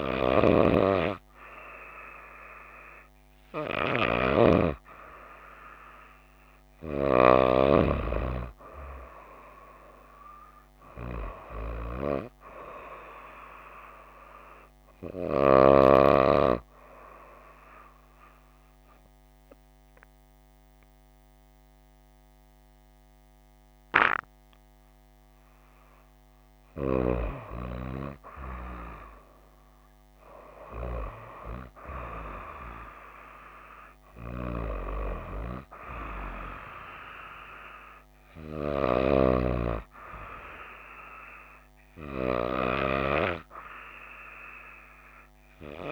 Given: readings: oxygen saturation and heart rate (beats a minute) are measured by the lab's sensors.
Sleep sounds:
breathing in sleep by a microphone on the trachea; none
none scored
From the record:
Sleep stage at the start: N2 (light sleep); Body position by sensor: on the right side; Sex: female

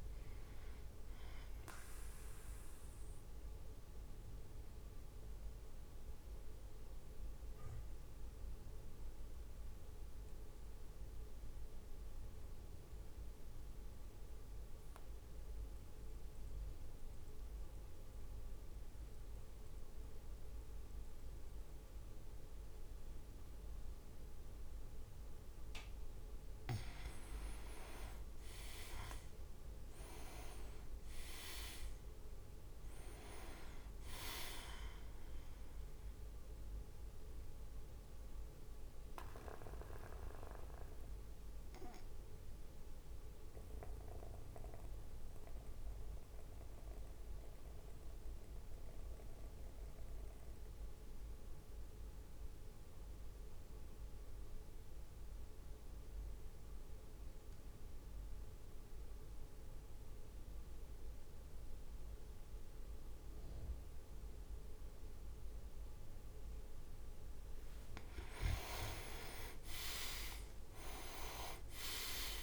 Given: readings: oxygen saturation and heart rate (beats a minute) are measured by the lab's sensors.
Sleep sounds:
breathing in sleep by a room microphone; 2
1.00-26.00 s: mixed apnea (oxygen 100% before, 94% lowest, heart rate 58 before, 53 extreme, up 6 after)
27.50-29.00 s: leg movement (device-marked)
28.00-32.50 s: arousal
28.50-39.50 s: drop in pulse transit time (device-marked, heart rate 55 before, 56 extreme)
28.50-43.50 s: oxygen desaturation (device-marked, oxygen 100% before, 96% lowest, heart rate 55 before, 52 extreme)
39.50-67.00 s: mixed apnea (oxygen 100% before, 93% lowest, heart rate 58 before, 49 extreme, up 10 after)
67.50-72.43 s: leg movement (device-marked)
68.50-72.43 s: arousal
69.50-72.43 s: oxygen desaturation (device-marked, oxygen 99% before, 94% lowest, heart rate 54 before, 49 extreme)
From the record:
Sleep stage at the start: N2 (light sleep); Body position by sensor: on the back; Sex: male

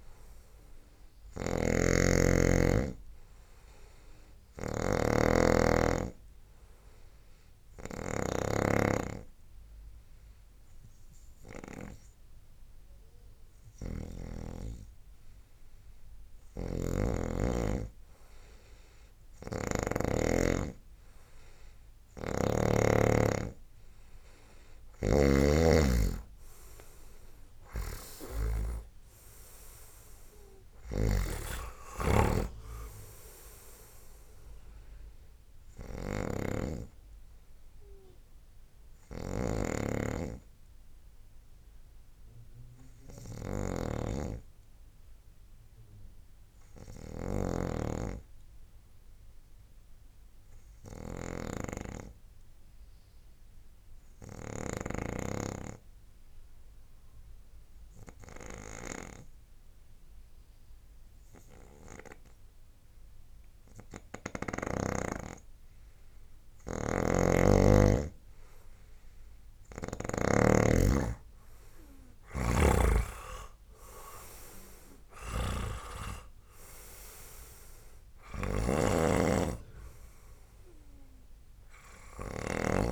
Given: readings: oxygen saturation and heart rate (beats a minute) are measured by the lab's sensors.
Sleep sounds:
breathing in sleep by a room microphone; 2
0.00-3.00 s: arousal
0.00-8.50 s: snoring (device-marked)
7.50-23.00 s: hypopnea (oxygen 97% before, 88% lowest, heart rate 74 before, 64 extreme, up 6 after)
16.50-20.00 s: snoring (device-marked)
24.50-55.00 s: snoring (device-marked)
26.50-44.50 s: oxygen desaturation (device-marked, oxygen 95% before, 92% lowest, heart rate 76 before, 64 extreme)
28.00-32.50 s: arousal
49.00-66.00 s: obstructive apnea (oxygen 95% before, 88% lowest, heart rate 74 before, 68 extreme, up 4 after)
66.50-82.91 s: oxygen desaturation (device-marked, oxygen 99% before, 88% lowest, heart rate 72 before, 68 extreme)
67.00-70.50 s: snoring (device-marked)
69.00-72.50 s: arousal
75.00-82.91 s: snoring (device-marked)
From the record:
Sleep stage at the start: N2 (light sleep); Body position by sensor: on the right side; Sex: male

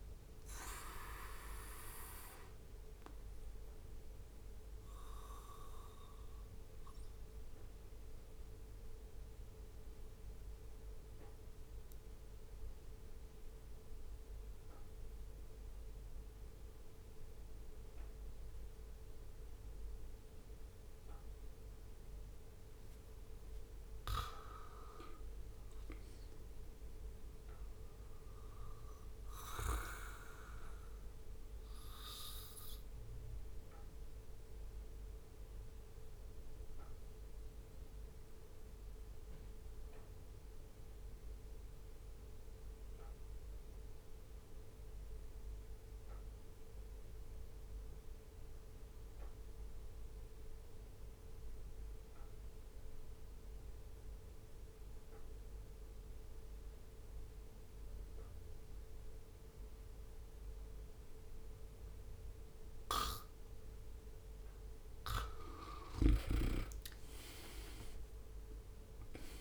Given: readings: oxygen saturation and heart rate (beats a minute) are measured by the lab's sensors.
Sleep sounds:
breathing in sleep by a room microphone; 2
0.00-3.00 s: oxygen desaturation (device-marked, oxygen 92% lowest, heart rate 61 extreme)
0.50-21.00 s: obstructive apnea (oxygen 98% before, 90% lowest, heart rate 69 before, 61 extreme, up 6 after)
22.50-26.00 s: arousal
24.50-25.50 s: leg movement (device-marked)
30.50-64.50 s: obstructive apnea (oxygen 98% before, 90% lowest, heart rate 64 before, 62 extreme, up 7 after)
62.00-69.41 s: oxygen desaturation (device-marked, oxygen 96% before, 90% lowest, heart rate 64 before, 64 extreme)
64.50-65.50 s: leg movement (device-marked)
From the record:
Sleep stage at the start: N2 (light sleep); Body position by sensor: on the back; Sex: male

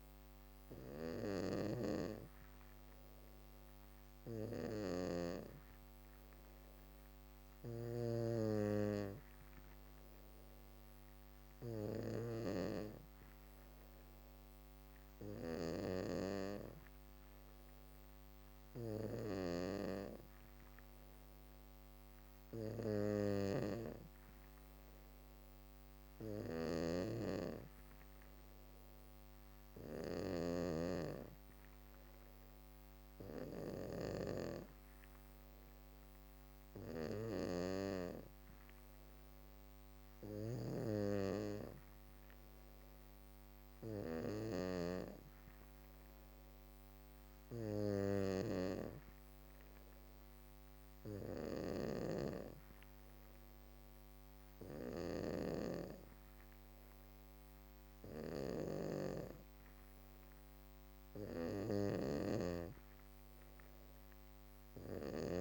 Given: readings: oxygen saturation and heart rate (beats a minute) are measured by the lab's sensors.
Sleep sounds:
breathing in sleep by a microphone on the trachea; none
25.50-30.00 s: snoring (device-marked)
61.00-65.41 s: snoring (device-marked)
From the record:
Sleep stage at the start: N2 (light sleep); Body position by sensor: on the back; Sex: female

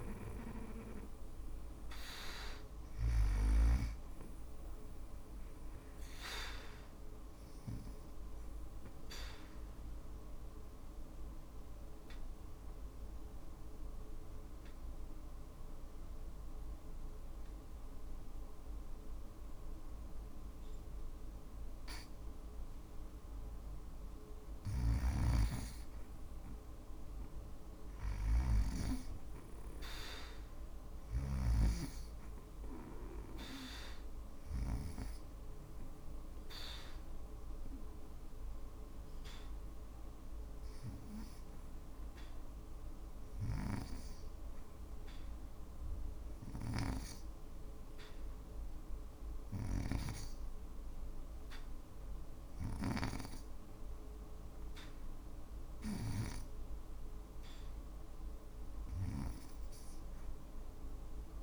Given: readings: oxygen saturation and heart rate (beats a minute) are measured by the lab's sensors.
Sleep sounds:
breathing in sleep by a room microphone; 2
7.50-22.50 s: obstructive apnea (oxygen 96% before, 90% lowest, heart rate 57 before, 55 extreme, up 3 after)
9.50-61.43 s: new sleep stage, REM sleep
24.00-30.50 s: snoring (device-marked)
26.00-29.50 s: arousal
33.50-50.50 s: oxygen desaturation (device-marked, oxygen 97% before, 91% lowest, heart rate 56 before, 57 extreme)
35.00-56.50 s: obstructive apnea (oxygen 97% before, 89% lowest, heart rate 56 before, 57 extreme, up 1 after)
59.00-61.43 s: arousal
59.50-61.43 s: oxygen desaturation (device-marked, oxygen 95% before, 89% lowest, heart rate 58 before, 58 extreme)
From the record:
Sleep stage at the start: N2 (light sleep); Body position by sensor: on the back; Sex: female

